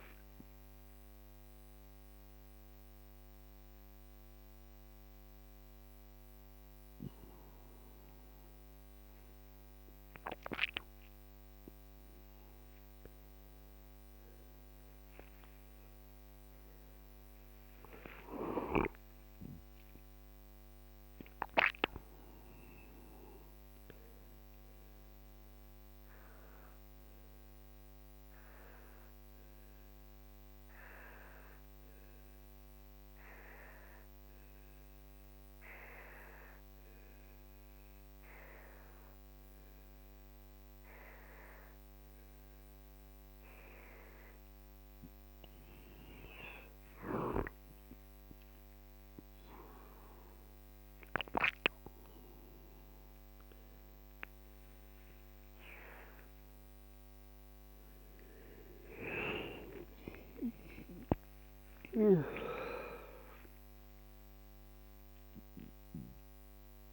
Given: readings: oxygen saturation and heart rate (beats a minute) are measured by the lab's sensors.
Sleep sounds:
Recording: a person awake in a sleep study, by a microphone on the trachea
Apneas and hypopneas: none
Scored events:
0.00-2.00 s: oxygen desaturation (device-marked, oxygen 92% lowest, heart rate 58 extreme)
26.00-35.00 s: oxygen desaturation (device-marked, oxygen 98% before, 94% lowest, heart rate 63 before, 61 extreme)
64.00-66.93 s: new sleep stage, N1 (lightest sleep)
From the record:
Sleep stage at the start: awake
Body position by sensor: on the right side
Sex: male

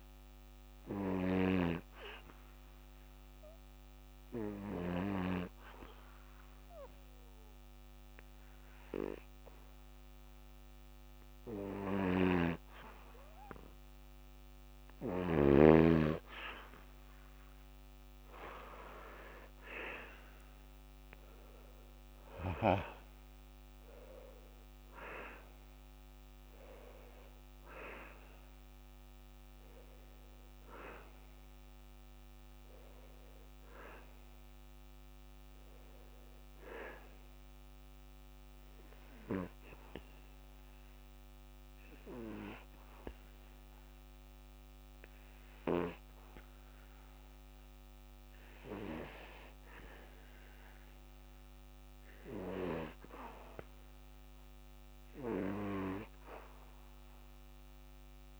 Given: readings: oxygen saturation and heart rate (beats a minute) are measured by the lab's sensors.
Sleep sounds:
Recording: breathing in sleep by a microphone on the trachea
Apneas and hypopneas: 2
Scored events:
0.00-14.50 s: oxygen desaturation (device-marked, oxygen 87% lowest, heart rate 71 extreme)
0.50-12.50 s: hypopnea (oxygen 93% before, 85% lowest, heart rate 76 before, 71 extreme, up 2 after)
17.50-23.00 s: arousal
25.50-49.50 s: oxygen desaturation (device-marked, oxygen 92% before, 85% lowest, heart rate 73 before, 67 extreme)
35.50-54.00 s: hypopnea (oxygen 92% before, 85% lowest, heart rate 78 before, 67 extreme, up 0 after)
From the record:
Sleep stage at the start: N2 (light sleep)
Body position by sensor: on the back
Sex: male

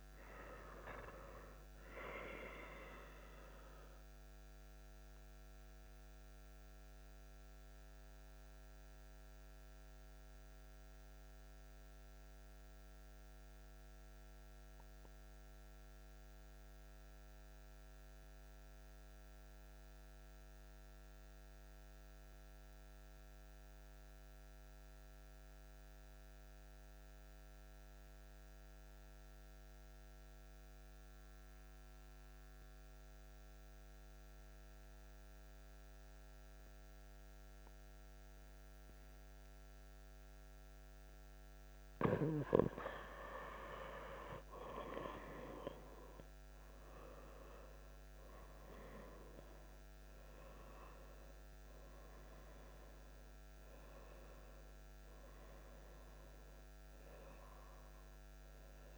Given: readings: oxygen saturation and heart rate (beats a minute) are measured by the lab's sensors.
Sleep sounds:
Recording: breathing in sleep by a microphone on the trachea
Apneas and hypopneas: 1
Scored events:
0.00-15.00 s: oxygen desaturation (device-marked, oxygen 91% lowest)
3.50-40.00 s: mixed apnea (oxygen 97% before, 91% lowest)
37.00-58.98 s: oxygen desaturation (device-marked, oxygen 97% before, 91% lowest)
41.50-45.00 s: arousal
From the record:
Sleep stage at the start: N2 (light sleep)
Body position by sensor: on the back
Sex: male

